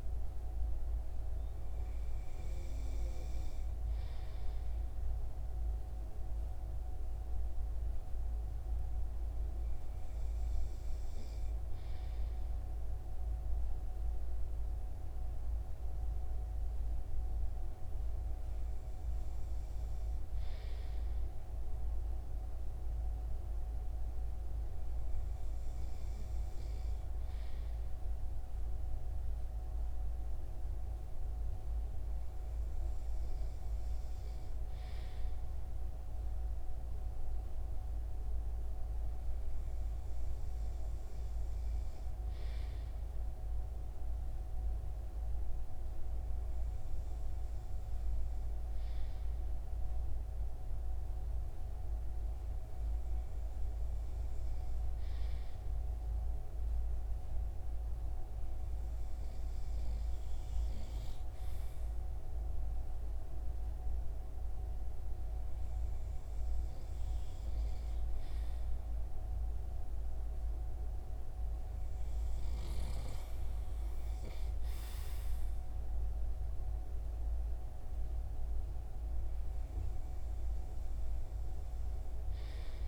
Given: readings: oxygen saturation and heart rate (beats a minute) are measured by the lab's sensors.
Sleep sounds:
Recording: breathing in sleep, hard to hear, by a room microphone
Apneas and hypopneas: none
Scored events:
75.00-82.88 s: new sleep stage, REM sleep
80.00-82.88 s: oxygen desaturation (device-marked, oxygen 95% before, 92% lowest, heart rate 80 before, 69 extreme)
From the record:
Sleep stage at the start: N2 (light sleep)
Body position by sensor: on the front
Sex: male

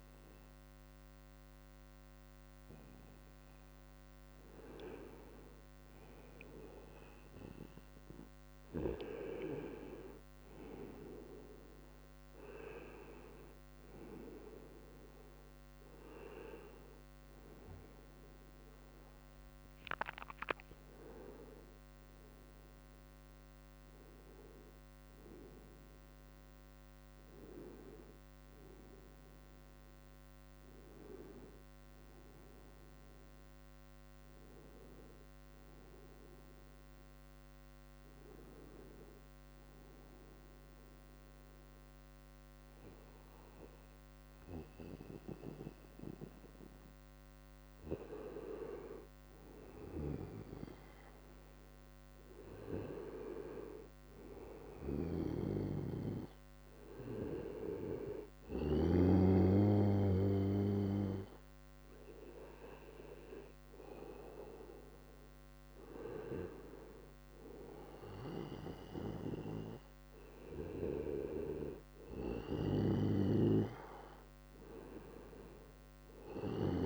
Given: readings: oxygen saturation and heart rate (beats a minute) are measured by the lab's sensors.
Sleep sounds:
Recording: breathing in sleep by a microphone on the trachea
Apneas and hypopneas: 1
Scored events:
0.00-11.50 s: oxygen desaturation (device-marked, oxygen 93% lowest, heart rate 76 extreme)
15.50-19.50 s: arousal
18.50-26.50 s: oxygen desaturation (device-marked, oxygen 96% before, 92% lowest, heart rate 77 before, 78 extreme)
39.00-49.00 s: obstructive apnea (oxygen 96% before, 92% lowest, heart rate 80 before, 78 extreme, up 0 after)
51.50-55.00 s: arousal
61.50-72.50 s: oxygen desaturation (device-marked, oxygen 95% before, 92% lowest, heart rate 78 before, 78 extreme)
From the record:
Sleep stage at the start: N2 (light sleep)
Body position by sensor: on the right side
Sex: male

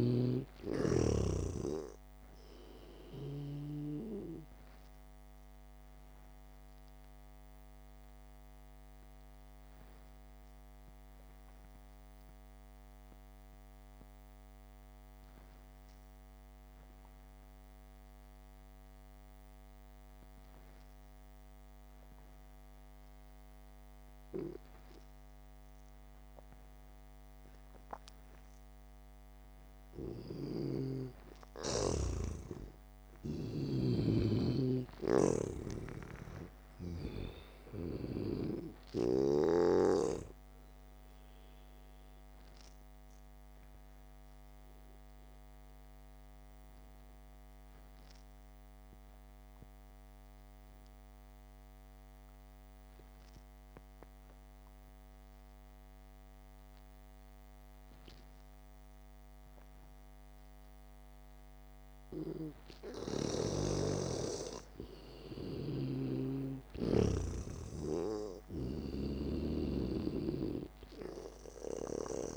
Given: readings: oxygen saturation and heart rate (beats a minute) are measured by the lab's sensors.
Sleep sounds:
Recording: breathing in sleep by a microphone on the trachea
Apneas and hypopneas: 2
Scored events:
0.00-1.00 s: arousal
0.50-4.50 s: snoring (device-marked)
6.50-29.50 s: obstructive apnea (oxygen 97% before, 88% lowest, heart rate 60 before, 52 extreme)
9.00-26.00 s: oxygen desaturation (device-marked, oxygen 95% before, 88% lowest, heart rate 59 before, 52 extreme)
31.00-34.50 s: snoring (device-marked)
32.50-37.00 s: arousal
36.50-40.00 s: snoring (device-marked)
46.00-62.50 s: obstructive apnea (oxygen 97% before, 88% lowest, heart rate 57 before, 54 extreme)
64.00-68.00 s: arousal
66.50-70.00 s: snoring (device-marked)
From the record:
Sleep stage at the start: N2 (light sleep)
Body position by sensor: on the back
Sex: male

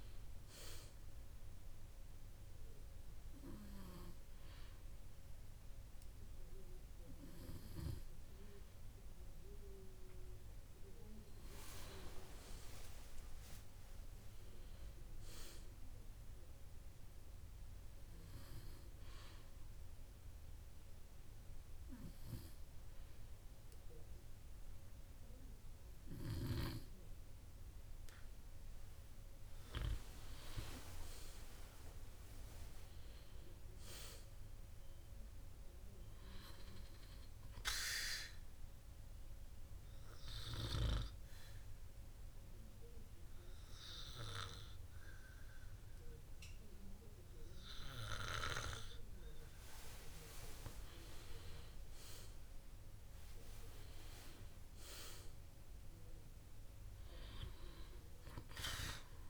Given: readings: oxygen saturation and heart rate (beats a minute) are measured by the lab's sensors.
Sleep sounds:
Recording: breathing in sleep by a room microphone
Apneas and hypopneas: 3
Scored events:
2.00-12.50 s: obstructive apnea (oxygen 96% before, 94% lowest, heart rate 62 before, 58 extreme, up 8 after)
14.50-18.00 s: arousal
20.00-31.00 s: obstructive apnea (oxygen 96% before, 94% lowest, heart rate 62 before, 57 extreme, up 7 after)
33.00-36.00 s: arousal
39.00-51.50 s: obstructive apnea (oxygen 96% before, 94% lowest, heart rate 63 before, 55 extreme, up 11 after)
55.00-59.00 s: arousal
From the record:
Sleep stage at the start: N2 (light sleep)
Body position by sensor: on the back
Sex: male

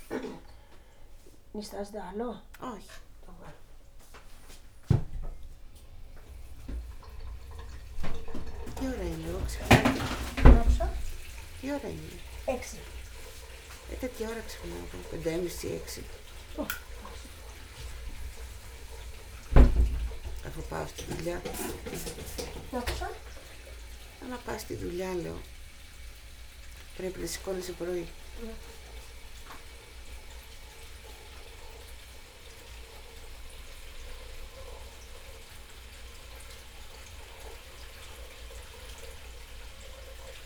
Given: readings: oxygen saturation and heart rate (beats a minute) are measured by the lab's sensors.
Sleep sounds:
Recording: a person awake in a sleep study, by a room microphone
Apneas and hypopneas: none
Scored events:
8.00-14.50 s: snoring (device-marked)
From the record:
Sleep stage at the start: awake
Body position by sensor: on the back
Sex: female

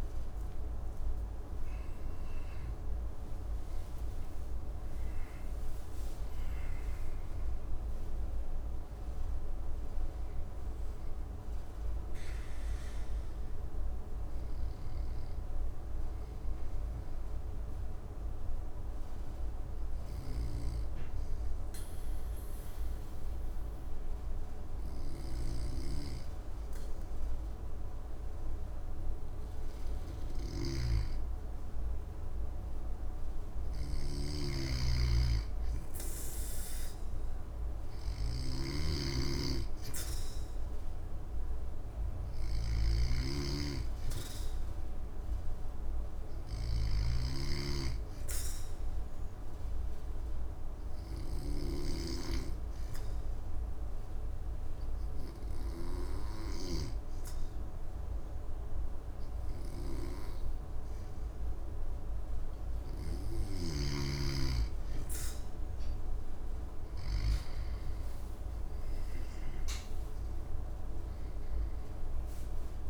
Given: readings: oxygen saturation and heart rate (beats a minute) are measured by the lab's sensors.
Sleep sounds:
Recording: breathing in sleep by a room microphone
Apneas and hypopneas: 2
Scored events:
0.00-18.50 s: oxygen desaturation (device-marked, oxygen 95% lowest, heart rate 56 extreme)
3.00-6.50 s: arousal
13.50-29.00 s: obstructive apnea (oxygen 98% before, 93% lowest, heart rate 69 before, 56 extreme, up 2 after)
30.00-47.00 s: snoring (device-marked)
31.00-36.50 s: arousal
48.50-61.00 s: obstructive apnea (oxygen 100% before, 93% lowest, heart rate 59 before, 59 extreme, up 3 after)
68.50-72.90 s: oxygen desaturation (device-marked, oxygen 97% before, 93% lowest, heart rate 60 before, 56 extreme)
69.50-72.90 s: arousal
From the record:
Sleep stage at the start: N2 (light sleep)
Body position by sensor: on the back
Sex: male

